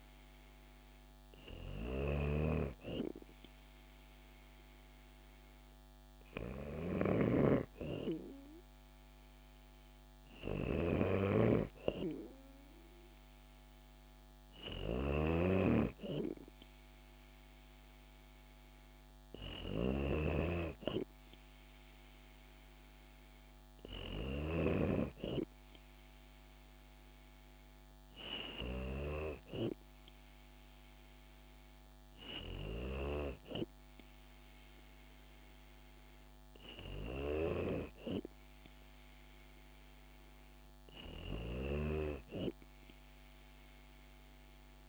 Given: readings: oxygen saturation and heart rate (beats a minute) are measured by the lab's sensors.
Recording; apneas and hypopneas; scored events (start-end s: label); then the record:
breathing in sleep by a microphone on the trachea; none
1.00-24.00 s: snoring (device-marked)
From the record:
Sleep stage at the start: N2 (light sleep); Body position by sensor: on the back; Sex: female